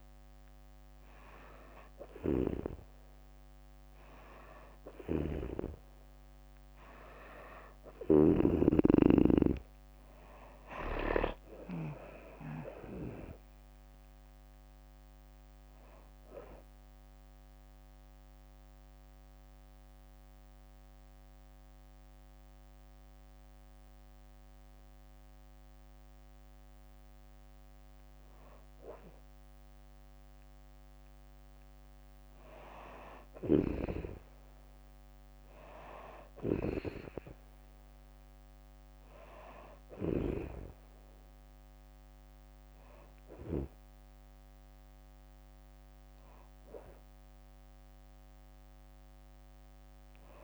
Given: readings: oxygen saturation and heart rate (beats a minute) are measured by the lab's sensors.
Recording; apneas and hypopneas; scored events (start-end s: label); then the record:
breathing in sleep by a microphone on the trachea; 1
0.00-11.00 s: snoring (device-marked)
9.50-23.50 s: drop in pulse transit time (device-marked, heart rate 69 before, 64 extreme)
10.50-13.50 s: arousal
16.00-28.00 s: obstructive apnea (oxygen 95% before, 92% lowest, heart rate 72 before, 64 extreme, up 1 after)
29.50-32.50 s: arousal
33.00-40.00 s: snoring (device-marked)
39.50-50.43 s: oxygen desaturation (device-marked, oxygen 97% before, 92% lowest, heart rate 65 before, 66 extreme)
From the record:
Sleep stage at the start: N2 (light sleep); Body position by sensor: on the back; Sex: female